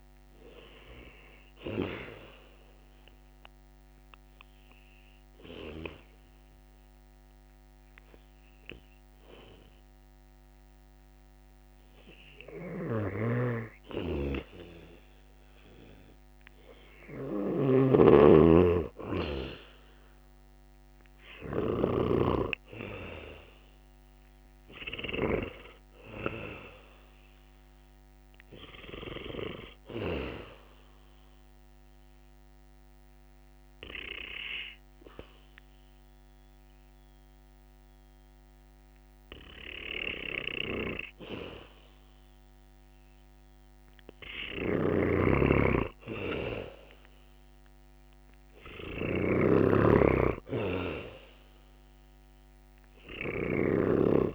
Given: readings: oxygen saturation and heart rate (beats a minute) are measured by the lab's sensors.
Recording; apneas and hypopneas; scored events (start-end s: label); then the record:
breathing in sleep by a microphone on the trachea; 2
0.00-19.00 s: oxygen desaturation (device-marked, oxygen 91% lowest, heart rate 65 extreme)
1.00-12.50 s: obstructive apnea (oxygen 97% before, 91% lowest, heart rate 69 before, 66 extreme, up 0 after)
20.50-25.00 s: arousal
30.50-42.50 s: obstructive apnea (oxygen 97% before, 92% lowest, heart rate 70 before, 65 extreme, up 5 after)
31.00-45.00 s: oxygen desaturation (device-marked, oxygen 97% before, 92% lowest, heart rate 70 before, 65 extreme)
44.50-49.50 s: snoring (device-marked)
46.00-50.00 s: arousal
From the record:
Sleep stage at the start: N2 (light sleep); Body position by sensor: on the back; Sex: male